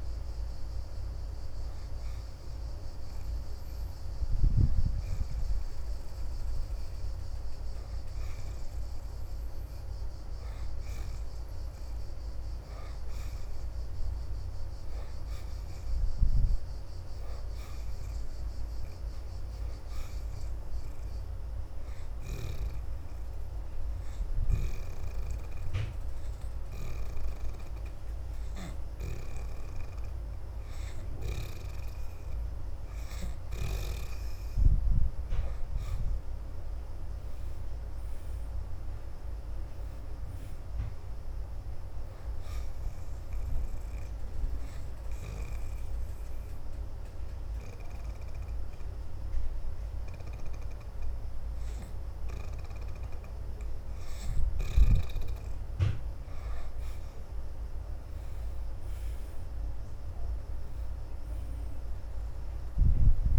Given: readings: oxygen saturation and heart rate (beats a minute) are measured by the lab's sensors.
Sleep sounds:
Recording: breathing in sleep by a room microphone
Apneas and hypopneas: 2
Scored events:
0.00-19.50 s: oxygen desaturation (device-marked, oxygen 61% lowest, heart rate 73 extreme)
20.50-31.00 s: hypopnea (oxygen 83% before, 63% lowest, heart rate 79 before, 75 extreme, up 0 after)
21.50-34.50 s: oxygen desaturation (device-marked, oxygen 84% before, 73% lowest, heart rate 78 before, 75 extreme)
36.50-40.00 s: arousal
36.50-60.50 s: oxygen desaturation (device-marked, oxygen 77% before, 64% lowest, heart rate 80 before, 75 extreme)
42.50-53.00 s: obstructive apnea (oxygen 84% before, 63% lowest, heart rate 80 before, 75 extreme, up 1 after)
58.00-62.50 s: arousal
From the record:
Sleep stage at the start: N2 (light sleep)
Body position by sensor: upright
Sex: female

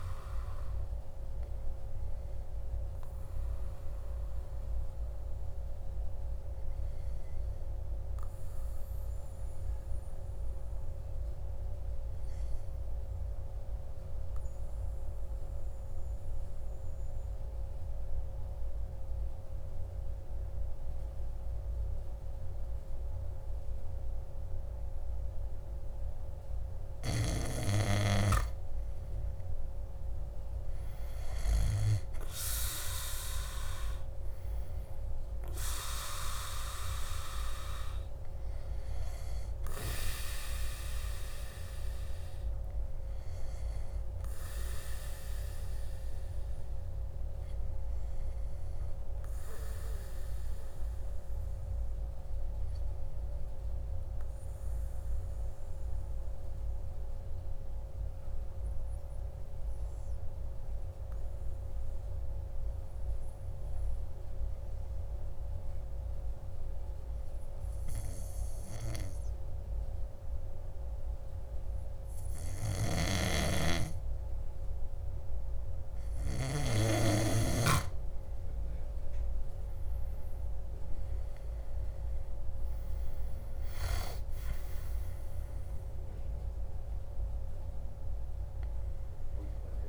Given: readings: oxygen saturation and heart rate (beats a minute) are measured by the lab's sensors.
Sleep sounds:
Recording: breathing in sleep by a room microphone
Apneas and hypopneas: 2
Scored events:
3.00-26.50 s: obstructive apnea (oxygen 99% before, 95% lowest, heart rate 60 before, 55 extreme, up 6 after)
30.00-33.50 s: arousal
31.50-58.50 s: oxygen desaturation (device-marked, oxygen 99% before, 95% lowest, heart rate 57 before, 53 extreme)
51.00-75.00 s: obstructive apnea (oxygen 99% before, 95% lowest, heart rate 58 before, 53 extreme, up 9 after)
76.00-79.00 s: arousal
80.50-89.89 s: oxygen desaturation (device-marked, oxygen 98% before, 95% lowest, heart rate 56 before, 54 extreme)
From the record:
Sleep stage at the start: N2 (light sleep)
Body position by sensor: on the back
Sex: male

